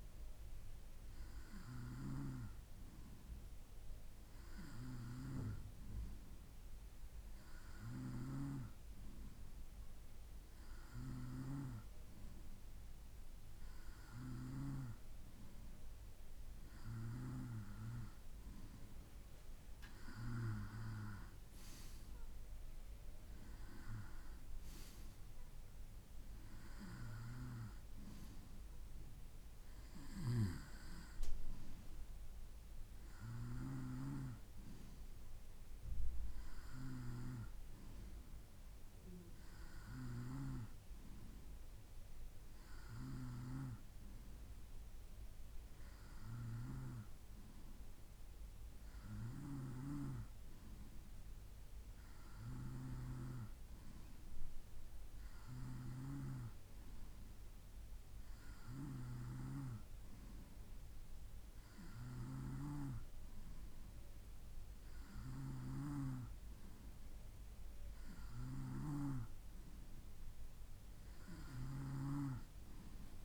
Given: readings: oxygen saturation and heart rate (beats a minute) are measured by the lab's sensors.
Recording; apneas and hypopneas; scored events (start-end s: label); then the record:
breathing in sleep by a room microphone; none
30.50-36.50 s: bradycardia (device-marked, heart rate 68 before, 57 extreme)
From the record:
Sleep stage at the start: N2 (light sleep); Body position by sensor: on the right side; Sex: male